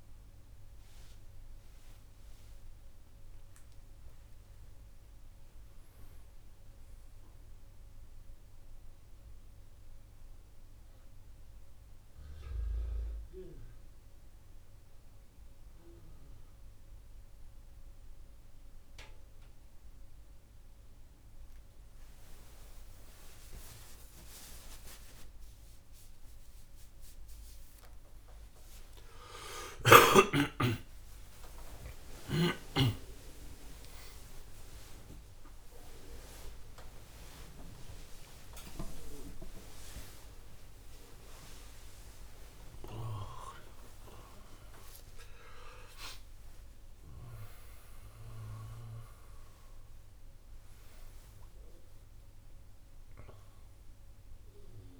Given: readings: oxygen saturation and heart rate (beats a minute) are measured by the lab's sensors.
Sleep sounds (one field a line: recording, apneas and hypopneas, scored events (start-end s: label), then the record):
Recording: a person awake in a sleep study, by a room microphone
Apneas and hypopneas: 1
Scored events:
0.50-5.50 s: arousal
10.00-21.50 s: hypopnea (oxygen 97% before, 95% lowest, heart rate 74 before, 69 extreme, up 17 after)
21.50-51.50 s: new sleep stage, awake
51.50-55.00 s: new sleep stage, N1 (lightest sleep)
From the record:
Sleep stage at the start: N2 (light sleep)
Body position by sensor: on the right side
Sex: male